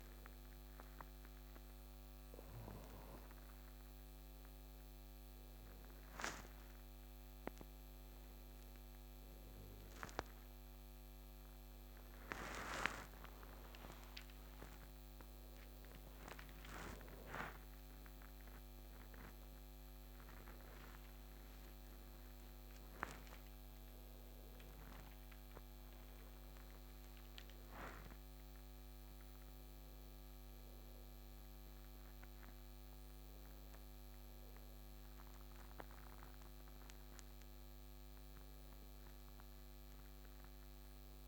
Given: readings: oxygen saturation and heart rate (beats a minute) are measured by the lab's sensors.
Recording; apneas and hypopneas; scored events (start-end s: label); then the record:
a person awake in a sleep study, by a microphone on the trachea; none
none scored
From the record:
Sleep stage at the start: awake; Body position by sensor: on the back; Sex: male